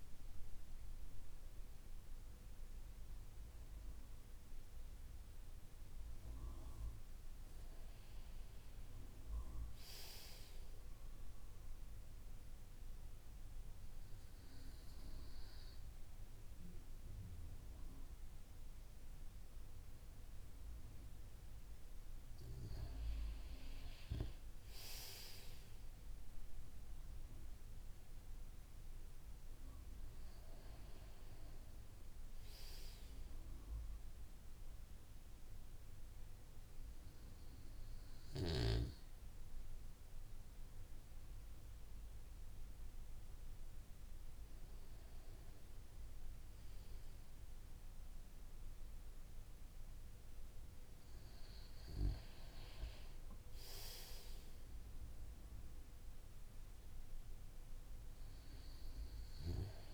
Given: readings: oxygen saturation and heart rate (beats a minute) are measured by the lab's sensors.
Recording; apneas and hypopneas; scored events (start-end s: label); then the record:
breathing in sleep by a room microphone; 1
4.50-8.50 s: arousal
11.00-22.50 s: obstructive apnea (oxygen 95% before, 93% lowest)
24.00-27.50 s: arousal
34.00-59.94 s: new sleep stage, N2 (light sleep)
From the record:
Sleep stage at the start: N1 (lightest sleep); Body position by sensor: on the back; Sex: male